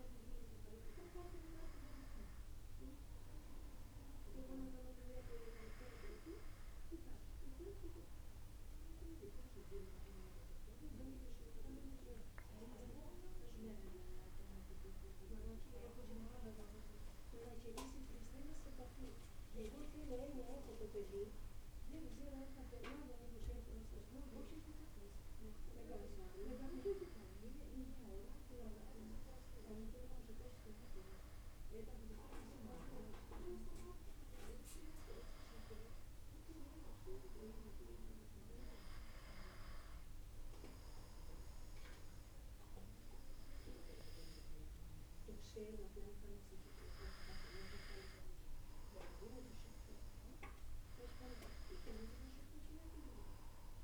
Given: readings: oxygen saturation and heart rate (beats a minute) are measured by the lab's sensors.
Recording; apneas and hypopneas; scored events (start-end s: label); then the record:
breathing in sleep by a room microphone; none
none scored
From the record:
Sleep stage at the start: N1 (lightest sleep); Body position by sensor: on the back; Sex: male